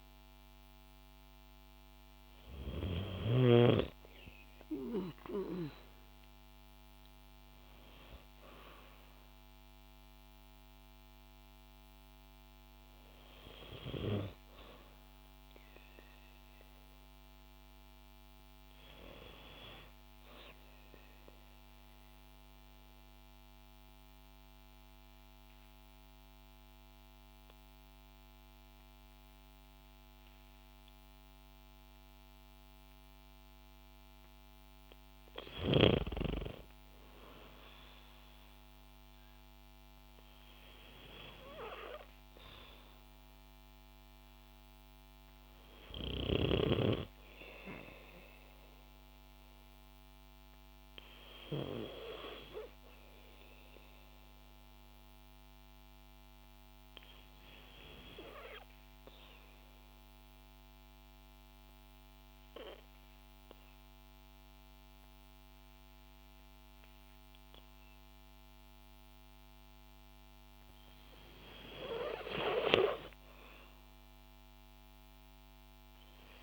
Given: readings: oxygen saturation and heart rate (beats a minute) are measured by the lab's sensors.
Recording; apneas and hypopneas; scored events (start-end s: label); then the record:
breathing in sleep by a microphone on the trachea; 2
0.00-2.00 s: arousal
0.00-3.00 s: snoring (device-marked)
0.00-3.50 s: oxygen desaturation (device-marked, oxygen 92% lowest, heart rate 56 extreme)
21.00-34.00 s: obstructive apnea (oxygen 94% before, 91% lowest, heart rate 60 before, 55 extreme, up 3 after)
39.50-43.50 s: arousal
39.50-53.50 s: oxygen desaturation (device-marked, oxygen 97% before, 91% lowest, heart rate 58 before, 55 extreme)
54.50-70.00 s: obstructive apnea (oxygen 97% before, 91% lowest, heart rate 58 before, 52 extreme, up 2 after)
71.50-75.00 s: arousal
From the record:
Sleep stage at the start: N2 (light sleep); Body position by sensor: on the back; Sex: female